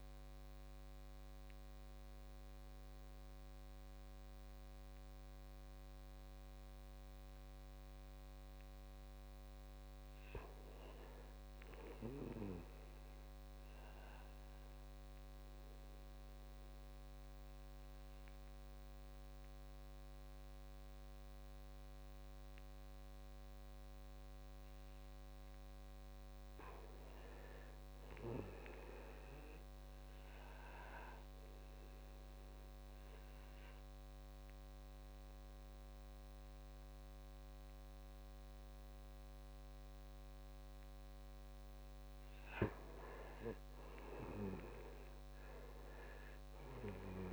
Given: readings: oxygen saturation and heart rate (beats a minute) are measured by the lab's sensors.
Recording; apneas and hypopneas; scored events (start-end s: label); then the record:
breathing in sleep by a microphone on the trachea; 1
0.00-9.00 s: oxygen desaturation (device-marked, oxygen 83% lowest, heart rate 53 extreme)
13.00-25.50 s: obstructive apnea (oxygen 97% before, 89% lowest, heart rate 60 before, 58 extreme, up 5 after)
26.50-29.50 s: arousal
30.00-44.00 s: oxygen desaturation (device-marked, oxygen 96% before, 89% lowest, heart rate 59 before, 57 extreme)
From the record:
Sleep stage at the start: N2 (light sleep); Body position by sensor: on the back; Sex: male